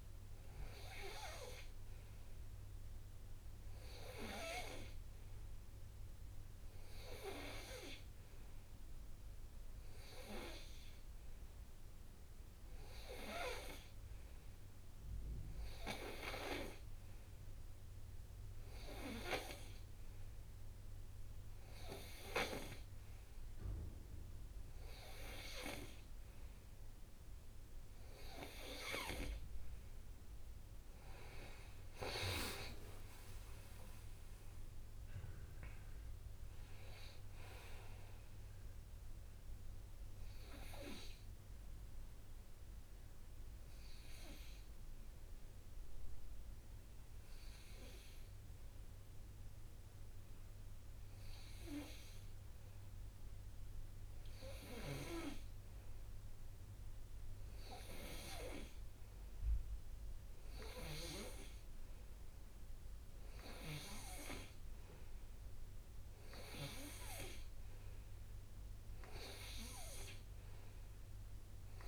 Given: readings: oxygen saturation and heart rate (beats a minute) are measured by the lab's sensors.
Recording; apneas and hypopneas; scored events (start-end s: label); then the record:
breathing in sleep by a room microphone; 1
34.50-38.00 s: arousal
41.50-53.00 s: hypopnea (oxygen 96% before, 95% lowest, heart rate 69 before, 55 extreme, up 6 after)
56.50-60.50 s: arousal
From the record:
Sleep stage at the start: N2 (light sleep); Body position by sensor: on the right side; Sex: male